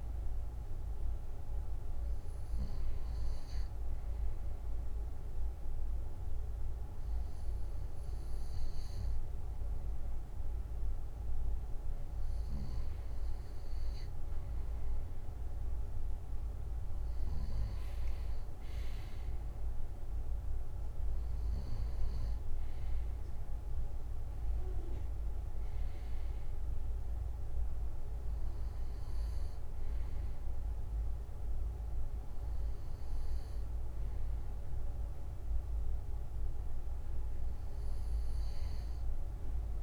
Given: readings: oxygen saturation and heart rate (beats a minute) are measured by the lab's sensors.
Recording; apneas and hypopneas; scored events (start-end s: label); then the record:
breathing in sleep, hard to hear, by a room microphone; none
none scored
From the record:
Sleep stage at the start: N2 (light sleep); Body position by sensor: on the back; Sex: male